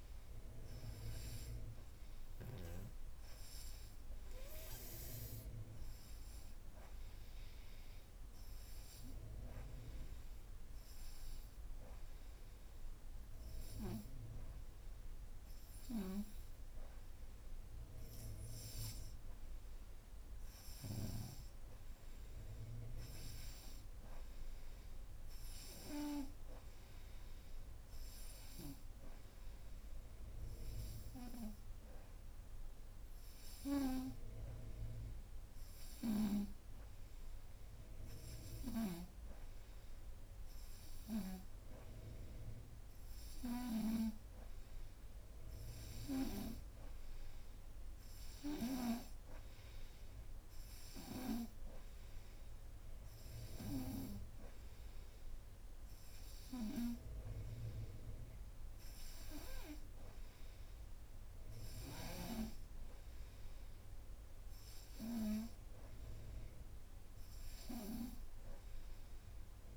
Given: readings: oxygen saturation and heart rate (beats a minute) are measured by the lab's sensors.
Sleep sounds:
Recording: breathing in sleep by a room microphone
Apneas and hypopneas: none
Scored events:
0.00-1.00 s: arousal
4.00-17.00 s: oxygen desaturation (device-marked, oxygen 97% before, 92% lowest, heart rate 67 before, 56 extreme)
19.50-23.50 s: arousal
25.00-35.00 s: oxygen desaturation (device-marked, oxygen 96% before, 92% lowest, heart rate 64 before, 57 extreme)
From the record:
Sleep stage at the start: N2 (light sleep)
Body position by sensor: upright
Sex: female

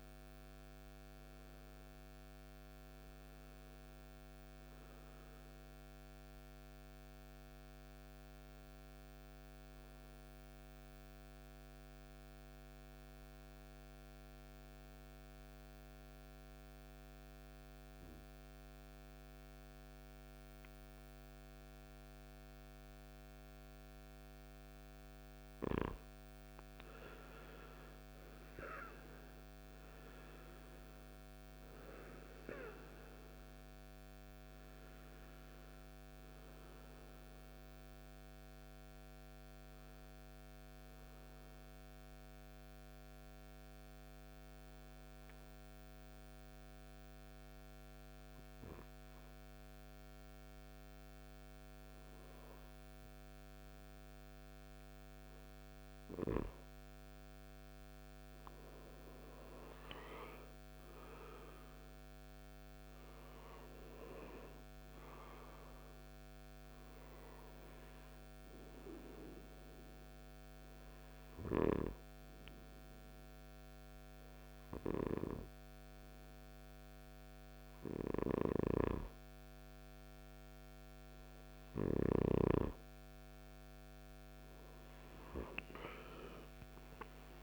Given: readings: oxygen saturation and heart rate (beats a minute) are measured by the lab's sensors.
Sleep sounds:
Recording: breathing in sleep by a microphone on the trachea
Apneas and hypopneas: 2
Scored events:
9.50-24.00 s: obstructive apnea (oxygen 97% before, 92% lowest, heart rate 57 before, 54 extreme, up 13 after)
25.00-47.00 s: oxygen desaturation (device-marked, oxygen 97% before, 92% lowest, heart rate 54 before, 55 extreme)
27.50-31.00 s: arousal
39.50-50.50 s: obstructive apnea (oxygen 97% before, 92% lowest, heart rate 62 before, 55 extreme, up 5 after)
53.00-57.50 s: arousal
79.00-87.43 s: new sleep stage, awake
From the record:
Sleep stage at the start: N2 (light sleep)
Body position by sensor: on the right side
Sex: male

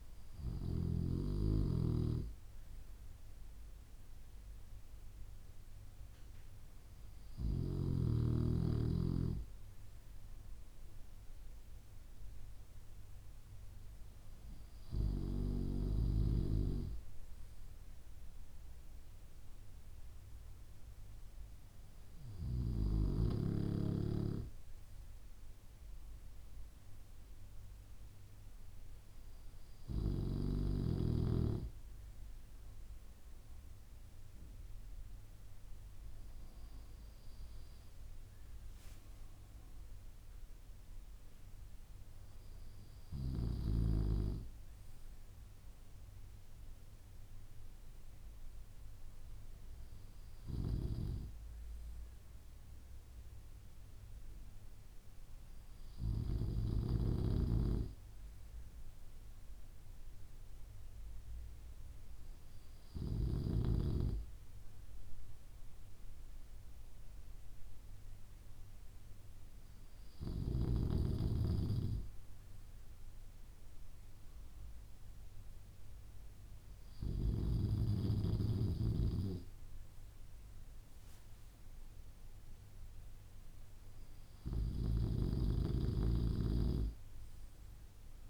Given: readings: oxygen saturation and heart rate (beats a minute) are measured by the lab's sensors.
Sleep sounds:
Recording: breathing in sleep by a room microphone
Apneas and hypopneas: none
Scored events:
none scored
From the record:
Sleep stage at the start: N2 (light sleep)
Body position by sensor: on the back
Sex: male

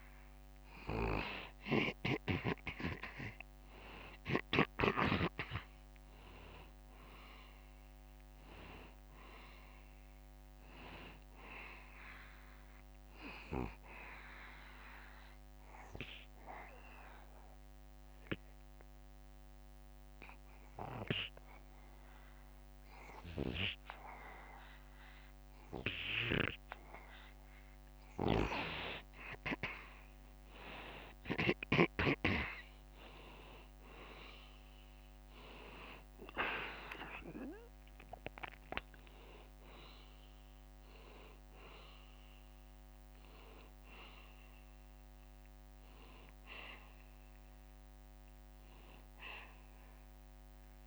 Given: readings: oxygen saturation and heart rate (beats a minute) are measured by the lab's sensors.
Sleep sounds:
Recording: breathing in sleep by a microphone on the trachea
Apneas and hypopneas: 1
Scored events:
15.00-27.50 s: obstructive apnea (oxygen 94% before, 88% lowest, heart rate 75 before, 72 extreme, up 3 after)
36.00-46.00 s: oxygen desaturation (device-marked, oxygen 94% before, 88% lowest, heart rate 74 before, 73 extreme)
37.00-42.00 s: arousal
From the record:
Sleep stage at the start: N2 (light sleep)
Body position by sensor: on the back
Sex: male

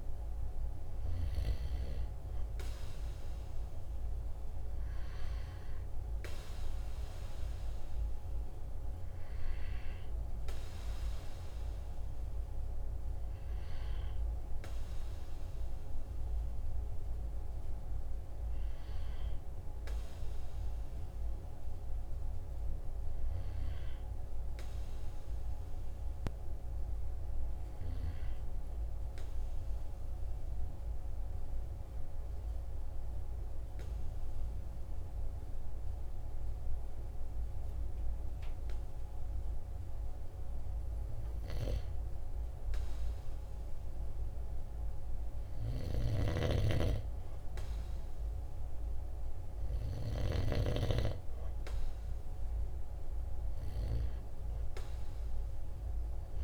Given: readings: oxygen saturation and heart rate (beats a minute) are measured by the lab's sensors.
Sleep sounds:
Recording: breathing in sleep by a room microphone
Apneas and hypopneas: 1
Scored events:
20.00-23.50 s: arousal
26.00-40.50 s: obstructive apnea (oxygen 97% before, 93% lowest, heart rate 45 before, 45 extreme, up 1 after)
41.50-45.50 s: arousal
From the record:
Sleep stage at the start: N2 (light sleep)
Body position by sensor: on the right side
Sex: male

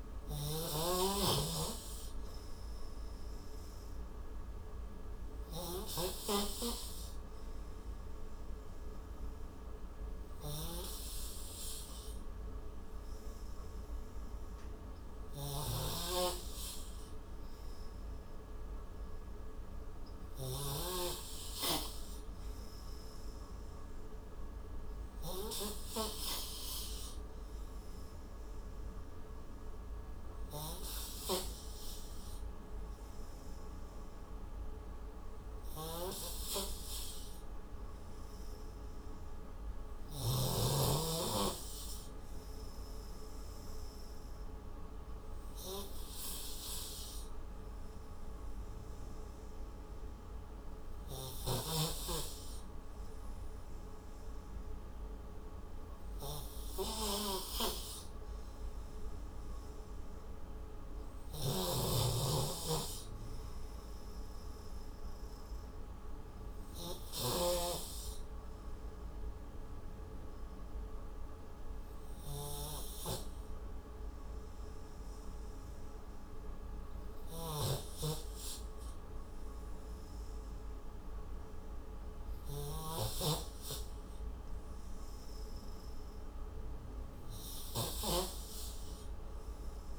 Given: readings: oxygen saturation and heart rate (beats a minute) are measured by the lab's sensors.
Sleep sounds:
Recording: breathing in sleep by a room microphone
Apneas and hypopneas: 1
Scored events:
0.00-6.00 s: snoring (device-marked)
15.50-21.00 s: snoring (device-marked)
24.00-28.00 s: tachycardia (device-marked, heart rate 55 before, 105 extreme)
61.00-67.50 s: snoring (device-marked)
70.00-80.50 s: obstructive apnea (oxygen 94% before, 91% lowest, heart rate 66 before, 28 extreme, up 31 after)
77.50-89.99 s: snoring (device-marked)
From the record:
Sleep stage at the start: N3 (deep sleep)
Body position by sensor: on the right side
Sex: male

